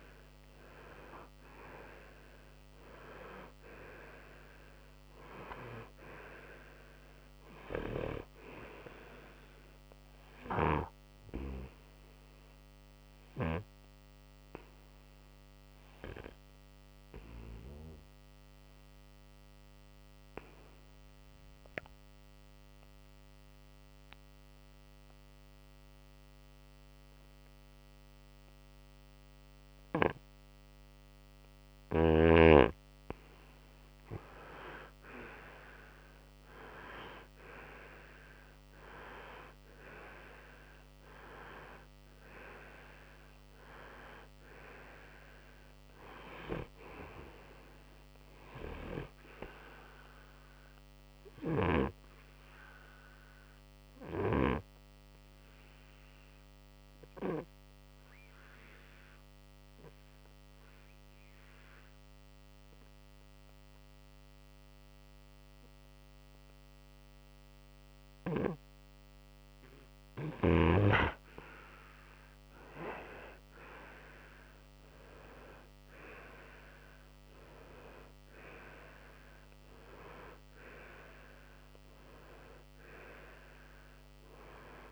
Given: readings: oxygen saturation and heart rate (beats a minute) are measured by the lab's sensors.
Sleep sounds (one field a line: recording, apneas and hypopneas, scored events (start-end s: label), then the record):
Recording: breathing in sleep by a microphone on the trachea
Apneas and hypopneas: 2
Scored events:
0.00-2.00 s: arousal
2.50-9.50 s: oxygen desaturation (device-marked, oxygen 96% before, 93% lowest, heart rate 61 before, 60 extreme)
10.50-32.50 s: obstructive apnea (oxygen 96% before, 91% lowest, heart rate 64 before, 60 extreme, up 5 after)
18.50-33.50 s: oxygen desaturation (device-marked, oxygen 94% before, 91% lowest, heart rate 65 before, 60 extreme)
35.00-38.50 s: arousal
49.50-68.50 s: obstructive apnea (oxygen 97% before, 91% lowest, heart rate 64 before, 59 extreme, up 6 after)
54.50-69.50 s: oxygen desaturation (device-marked, oxygen 95% before, 91% lowest, heart rate 65 before, 59 extreme)
71.50-75.50 s: arousal
From the record:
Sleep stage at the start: N2 (light sleep)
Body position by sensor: on the right side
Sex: male